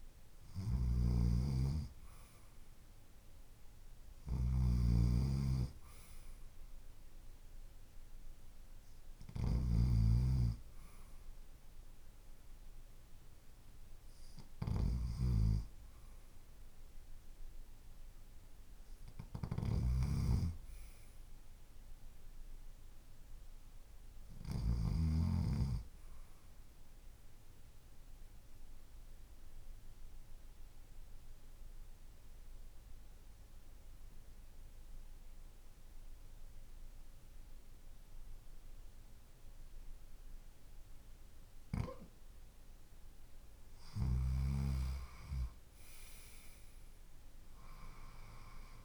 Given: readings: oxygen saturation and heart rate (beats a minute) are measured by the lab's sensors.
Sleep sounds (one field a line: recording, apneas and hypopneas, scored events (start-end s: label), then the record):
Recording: breathing in sleep by a room microphone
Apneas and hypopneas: 1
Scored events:
0.00-9.50 s: snoring (device-marked)
0.00-18.00 s: oxygen desaturation (device-marked, oxygen 90% lowest, heart rate 50 extreme)
19.00-24.50 s: snoring (device-marked)
28.00-43.00 s: obstructive apnea (oxygen 95% before, 92% lowest, heart rate 53 before, 50 extreme, up 10 after)
39.00-48.85 s: new sleep stage, N2 (light sleep)
46.00-48.85 s: arousal
From the record:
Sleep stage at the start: REM sleep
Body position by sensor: on the left side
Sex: male